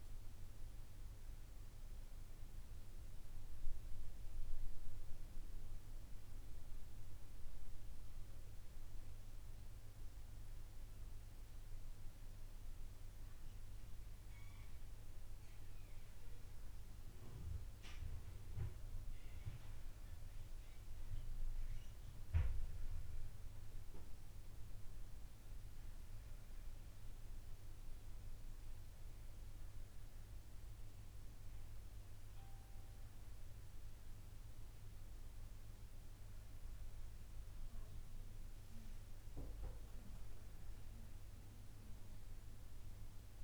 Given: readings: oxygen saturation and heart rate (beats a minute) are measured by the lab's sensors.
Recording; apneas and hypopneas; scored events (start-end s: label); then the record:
breathing in sleep, hard to hear, by a room microphone; 1
0.00-1.50 s: arousal
4.50-17.50 s: hypopnea (oxygen 96% before, 95% lowest, heart rate 72 before, 69 extreme, up 0 after)
19.00-22.50 s: arousal
From the record:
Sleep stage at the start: N1 (lightest sleep); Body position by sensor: on the back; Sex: female